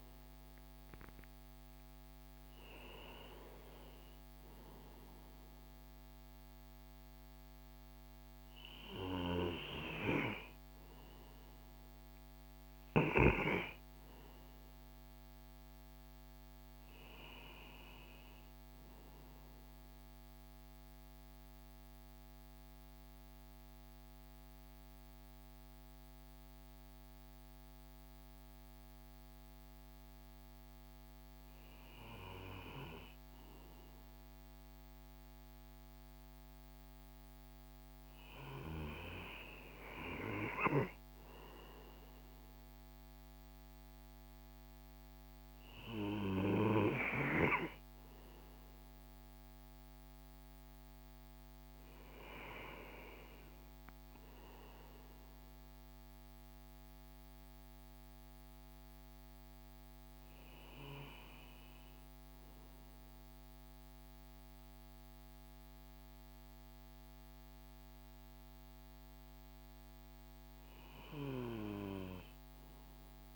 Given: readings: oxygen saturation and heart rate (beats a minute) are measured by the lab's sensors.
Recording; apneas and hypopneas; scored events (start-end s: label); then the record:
breathing in sleep by a microphone on the trachea; 1
8.00-13.50 s: arousal
19.50-38.00 s: hypopnea (oxygen 95% before, 93% lowest)
40.00-45.50 s: arousal
42.50-66.50 s: oxygen desaturation (device-marked, oxygen 96% before, 93% lowest)
From the record:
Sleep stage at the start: N2 (light sleep); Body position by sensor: on the right side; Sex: male